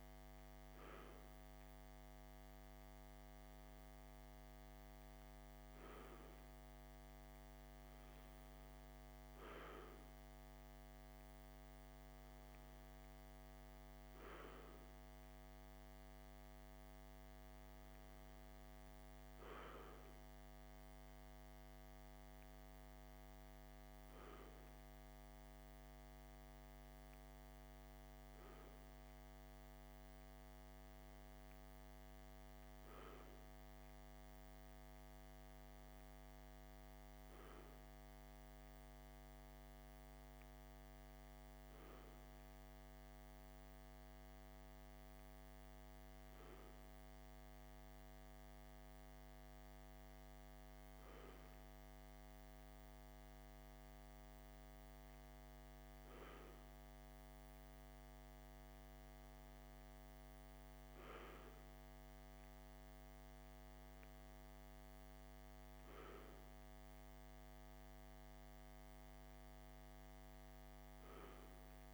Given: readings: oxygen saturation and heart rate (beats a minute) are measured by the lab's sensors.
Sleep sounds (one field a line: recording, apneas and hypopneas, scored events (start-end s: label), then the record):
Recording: breathing in sleep, hard to hear, by a microphone on the trachea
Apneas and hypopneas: none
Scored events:
none scored
From the record:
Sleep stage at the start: N2 (light sleep)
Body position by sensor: on the left side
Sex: male